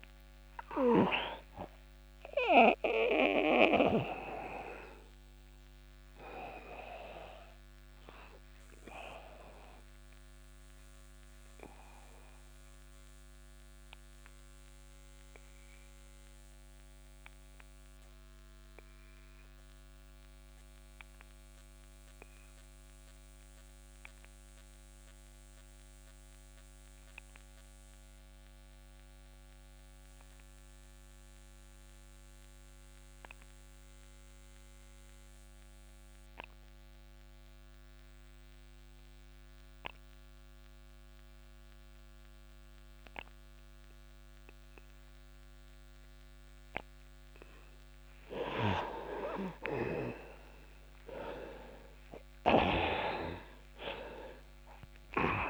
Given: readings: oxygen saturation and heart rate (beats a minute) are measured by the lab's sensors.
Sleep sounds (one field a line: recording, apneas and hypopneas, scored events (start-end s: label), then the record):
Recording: breathing in sleep by a microphone on the trachea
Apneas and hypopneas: 1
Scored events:
0.00-23.00 s: oxygen desaturation (device-marked, oxygen 84% lowest)
2.00-48.00 s: obstructive apnea (oxygen 99% before, 84% lowest)
41.00-55.50 s: oxygen desaturation (device-marked, oxygen 99% before, 84% lowest)
50.00-54.50 s: arousal
From the record:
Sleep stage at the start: REM sleep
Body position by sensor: on the back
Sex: male